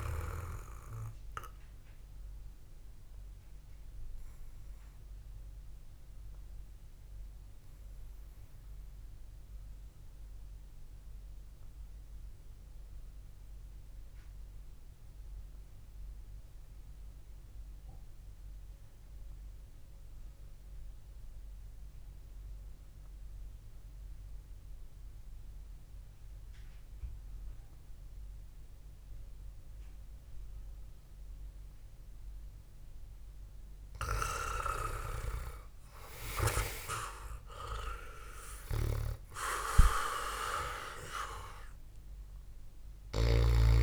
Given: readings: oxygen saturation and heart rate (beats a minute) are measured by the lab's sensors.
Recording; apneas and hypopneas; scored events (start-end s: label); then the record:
breathing in sleep by a room microphone; 1
0.00-18.50 s: oxygen desaturation (device-marked, oxygen 90% lowest, heart rate 56 extreme)
4.50-33.00 s: obstructive apnea (oxygen 98% before, 87% lowest, heart rate 67 before, 56 extreme, up 10 after)
31.50-43.83 s: oxygen desaturation (device-marked, oxygen 97% before, 87% lowest, heart rate 68 before, 58 extreme)
35.50-41.00 s: arousal
37.00-39.00 s: long interval between heartbeats (device-marked, heart rate 66 before, 64 extreme)
From the record:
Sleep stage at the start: REM sleep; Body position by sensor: on the back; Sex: male